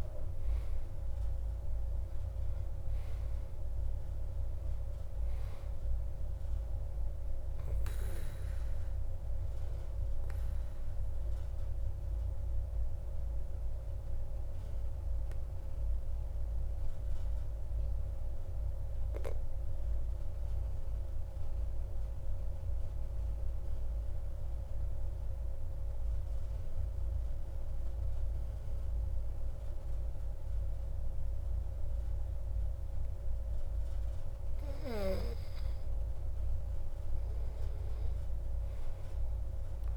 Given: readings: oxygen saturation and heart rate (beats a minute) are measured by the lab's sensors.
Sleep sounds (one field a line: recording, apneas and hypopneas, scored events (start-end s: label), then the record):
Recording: breathing in sleep, hard to hear, by a room microphone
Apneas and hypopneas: 1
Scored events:
0.00-2.00 s: arousal
0.00-23.50 s: oxygen desaturation (device-marked, oxygen 92% lowest)
11.00-35.00 s: mixed apnea (oxygen 97% before, 90% lowest)
37.50-39.97 s: oxygen desaturation (device-marked, oxygen 96% before, 90% lowest)
From the record:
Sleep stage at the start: N2 (light sleep)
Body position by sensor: on the back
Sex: male